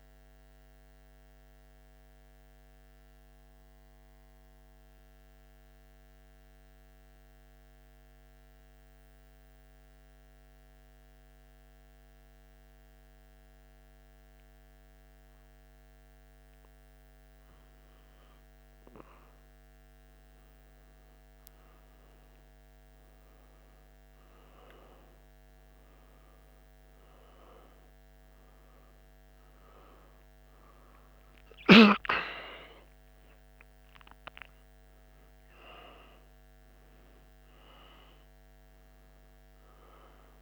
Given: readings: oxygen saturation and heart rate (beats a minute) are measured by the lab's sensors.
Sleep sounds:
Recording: a person awake in a sleep study, by a microphone on the trachea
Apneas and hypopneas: none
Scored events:
30.00-40.41 s: new sleep stage, N1 (lightest sleep)
From the record:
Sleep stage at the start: awake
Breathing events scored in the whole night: 195 in 3.5 hours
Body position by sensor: on the back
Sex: male

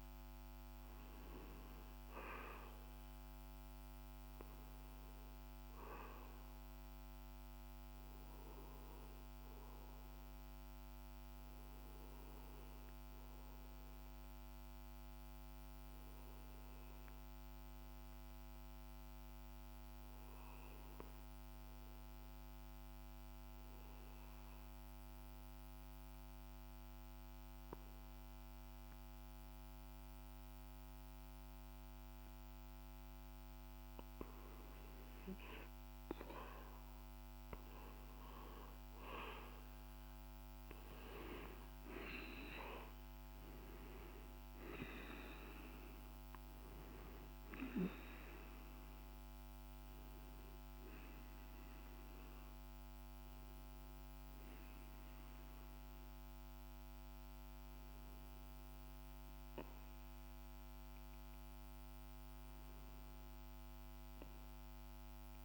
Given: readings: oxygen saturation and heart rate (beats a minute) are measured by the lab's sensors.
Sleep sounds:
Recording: breathing in sleep by a microphone on the trachea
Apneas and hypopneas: 1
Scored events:
0.00-9.50 s: oxygen desaturation (device-marked, oxygen 92% lowest, heart rate 50 extreme)
7.00-33.00 s: obstructive apnea (oxygen 94% before, 91% lowest, heart rate 54 before, 50 extreme, up 2 after)
36.50-40.50 s: arousal
36.50-64.50 s: oxygen desaturation (device-marked, oxygen 98% before, 91% lowest, heart rate 52 before, 50 extreme)
From the record:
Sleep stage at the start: REM sleep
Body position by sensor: on the back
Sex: male

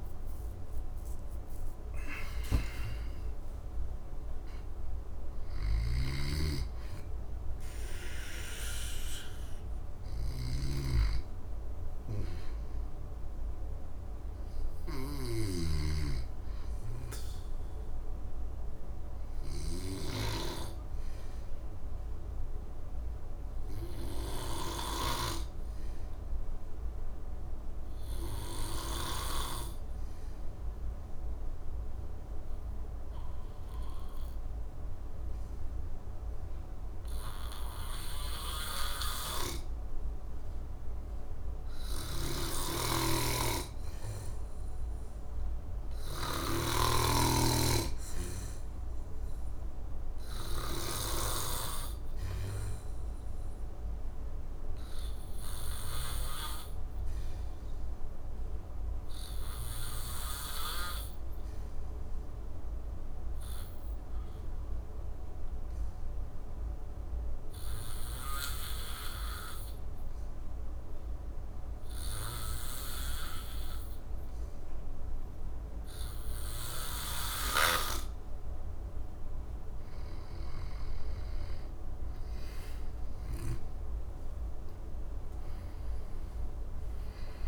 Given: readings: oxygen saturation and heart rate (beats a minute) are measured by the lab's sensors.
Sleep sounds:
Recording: breathing in sleep by a room microphone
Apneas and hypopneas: 1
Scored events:
0.00-2.00 s: arousal
0.00-19.50 s: oxygen desaturation (device-marked, oxygen 90% lowest, heart rate 67 extreme)
5.50-20.00 s: snoring (device-marked)
25.50-77.00 s: obstructive apnea (oxygen 99% before, 88% lowest, heart rate 74 before, 67 extreme, up 6 after)
40.50-66.50 s: oxygen desaturation (device-marked, oxygen 99% before, 92% lowest, heart rate 68 before, 67 extreme)
42.00-46.50 s: snoring (device-marked)
76.50-87.47 s: oxygen desaturation (device-marked, oxygen 96% before, 88% lowest, heart rate 69 before, 63 extreme)
77.00-80.50 s: snoring (device-marked)
79.50-83.50 s: arousal
From the record:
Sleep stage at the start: N2 (light sleep)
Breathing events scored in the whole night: 351 in 5.6 hours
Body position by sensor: on the back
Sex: male

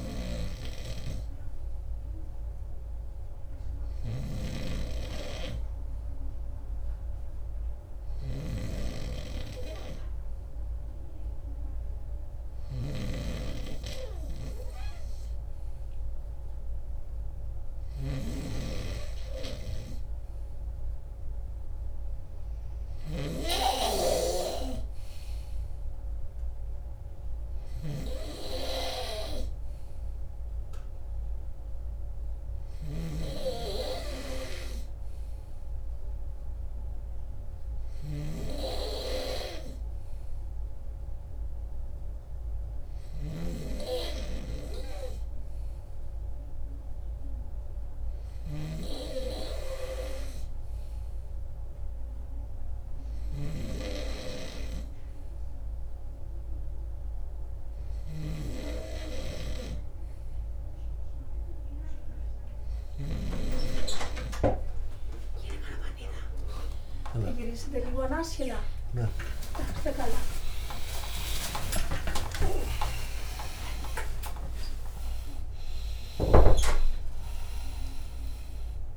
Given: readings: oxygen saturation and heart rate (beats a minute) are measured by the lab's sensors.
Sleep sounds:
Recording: breathing in sleep by a room microphone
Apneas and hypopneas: none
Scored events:
67.50-74.50 s: arousal
From the record:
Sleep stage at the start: N2 (light sleep)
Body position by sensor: on the right side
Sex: male

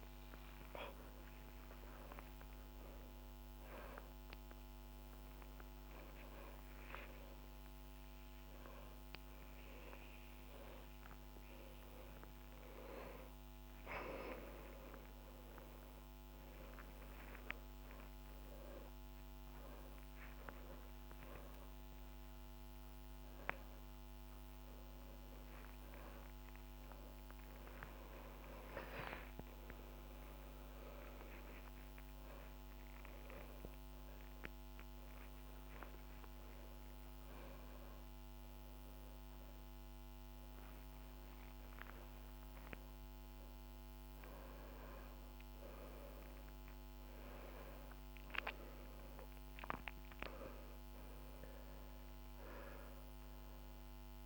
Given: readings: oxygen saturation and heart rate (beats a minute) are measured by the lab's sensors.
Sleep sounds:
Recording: a person awake in a sleep study, by a microphone on the trachea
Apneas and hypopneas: none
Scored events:
none scored
From the record:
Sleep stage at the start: awake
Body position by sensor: upright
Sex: male

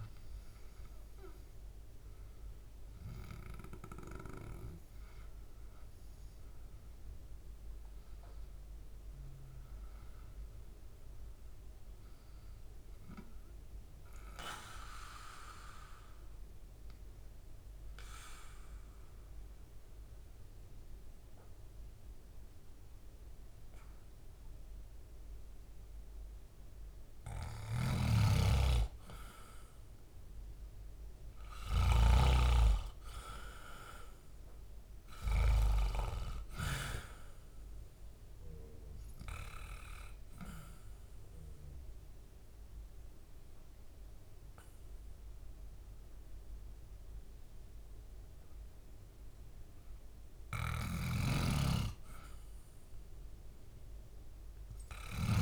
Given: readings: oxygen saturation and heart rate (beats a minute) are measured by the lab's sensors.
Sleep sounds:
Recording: breathing in sleep by a room microphone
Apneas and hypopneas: 2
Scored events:
9.50-21.50 s: oxygen desaturation (device-marked, oxygen 96% before, 90% lowest, heart rate 73 before, 67 extreme)
15.50-27.00 s: obstructive apnea (oxygen 97% before, 90% lowest, heart rate 74 before, 67 extreme, up 3 after)
29.50-33.50 s: arousal
37.50-55.41 s: oxygen desaturation (device-marked, oxygen 97% before, 91% lowest, heart rate 69 before, 68 extreme)
39.00-50.50 s: obstructive apnea (oxygen 98% before, 91% lowest, heart rate 69 before, 68 extreme, up 4 after)
From the record:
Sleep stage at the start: N2 (light sleep)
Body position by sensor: on the back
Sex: male

